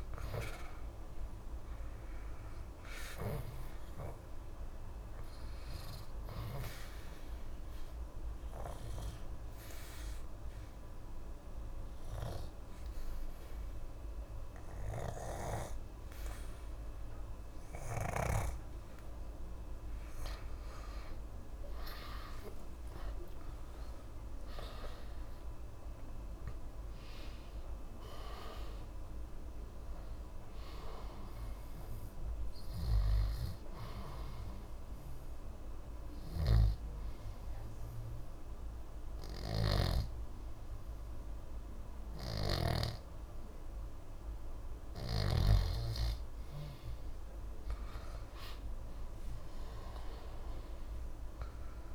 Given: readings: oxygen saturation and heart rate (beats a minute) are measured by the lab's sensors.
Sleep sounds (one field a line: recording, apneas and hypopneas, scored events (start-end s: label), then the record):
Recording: breathing in sleep by a room microphone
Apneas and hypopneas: 2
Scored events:
8.00-21.00 s: obstructive apnea (oxygen 93% before, 87% lowest, heart rate 65 before, 62 extreme, up 5 after)
22.50-26.00 s: arousal
27.50-34.50 s: oxygen desaturation (device-marked, oxygen 94% before, 89% lowest, heart rate 65 before, 62 extreme)
35.00-47.00 s: obstructive apnea (oxygen 94% before, 87% lowest, heart rate 66 before, 61 extreme, up 2 after)
36.50-47.50 s: oxygen desaturation (device-marked, oxygen 91% before, 87% lowest, heart rate 66 before, 61 extreme)
39.50-43.00 s: snoring (device-marked)
49.50-51.95 s: arousal
From the record:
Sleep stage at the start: N2 (light sleep)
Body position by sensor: on the back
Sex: male